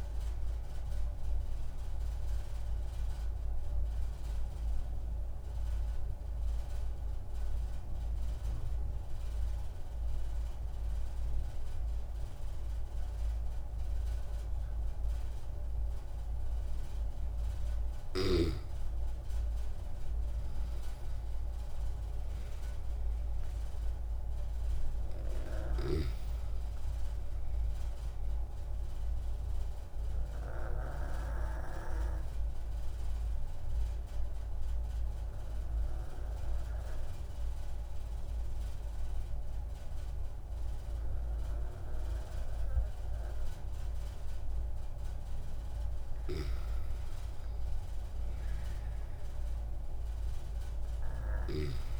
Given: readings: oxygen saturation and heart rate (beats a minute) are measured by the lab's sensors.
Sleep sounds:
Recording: breathing in sleep by a room microphone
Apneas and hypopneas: 2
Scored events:
3.00-17.50 s: obstructive apnea (oxygen 97% before, 94% lowest)
19.50-22.50 s: arousal
31.50-45.00 s: obstructive apnea (oxygen 97% before, 94% lowest)
47.50-51.50 s: arousal
From the record:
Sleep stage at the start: N2 (light sleep)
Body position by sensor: on the back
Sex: male

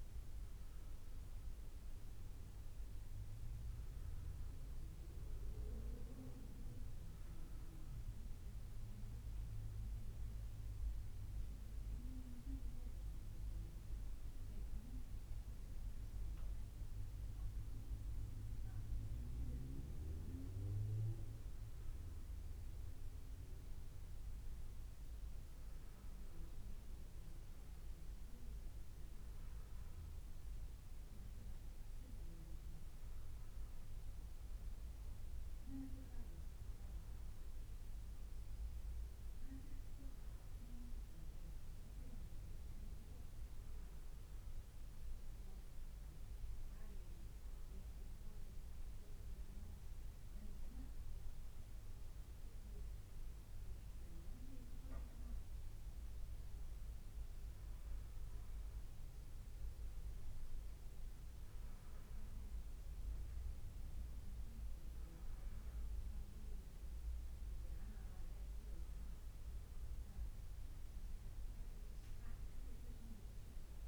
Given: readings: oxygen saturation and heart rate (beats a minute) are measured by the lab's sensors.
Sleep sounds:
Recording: breathing in sleep by a room microphone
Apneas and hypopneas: none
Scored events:
37.00-39.00 s: long interval between heartbeats (device-marked, heart rate 82 before, 83 extreme)
From the record:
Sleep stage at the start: N1 (lightest sleep)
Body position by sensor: on the back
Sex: male

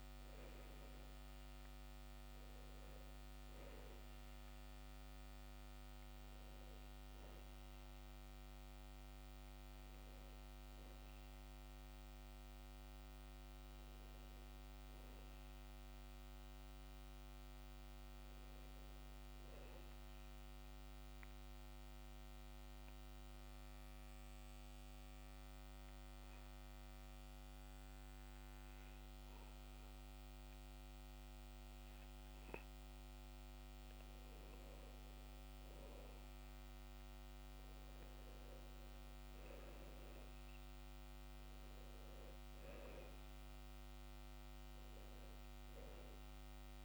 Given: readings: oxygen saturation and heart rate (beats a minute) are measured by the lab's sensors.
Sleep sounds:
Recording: breathing in sleep, hard to hear, by a microphone on the trachea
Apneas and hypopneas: 1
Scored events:
0.00-26.50 s: oxygen desaturation (device-marked, oxygen 90% lowest, heart rate 64 extreme)
20.50-33.50 s: obstructive apnea (oxygen 95% before, 90% lowest, heart rate 71 before, 63 extreme, up 7 after)
36.00-39.50 s: arousal
From the record:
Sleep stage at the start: N2 (light sleep)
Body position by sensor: on the back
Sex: male

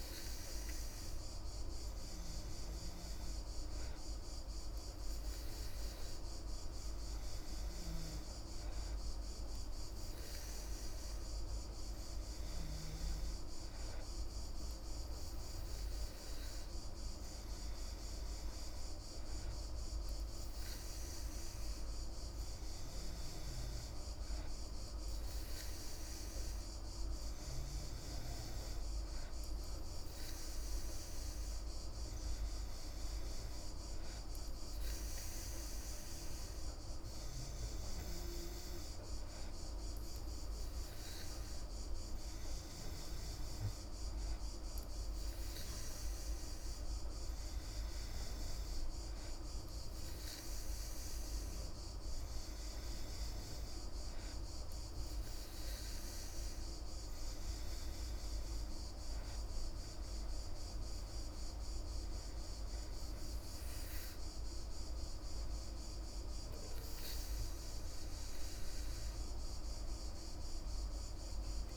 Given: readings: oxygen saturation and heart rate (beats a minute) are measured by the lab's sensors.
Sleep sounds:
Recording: breathing in sleep, hard to hear, by a room microphone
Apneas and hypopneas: 1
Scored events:
35.50-48.00 s: hypopnea (oxygen 96% before, 95% lowest, heart rate 52 before, 40 extreme, up 17 after)
49.50-53.00 s: arousal
From the record:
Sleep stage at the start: N2 (light sleep)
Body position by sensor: on the back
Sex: female

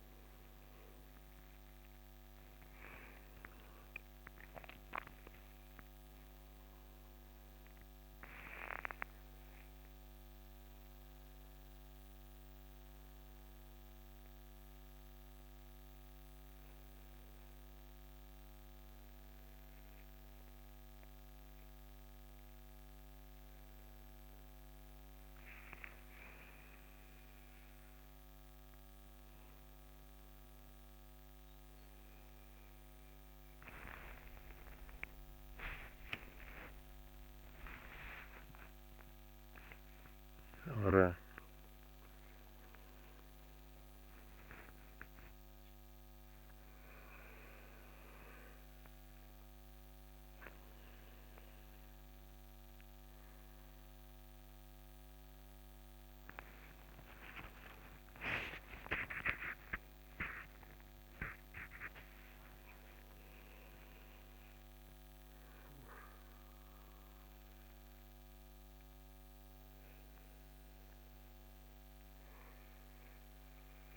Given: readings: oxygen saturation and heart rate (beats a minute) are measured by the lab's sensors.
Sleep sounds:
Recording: a person awake in a sleep study, by a microphone on the trachea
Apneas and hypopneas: none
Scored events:
none scored
From the record:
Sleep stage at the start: awake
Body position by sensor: on the right side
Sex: male

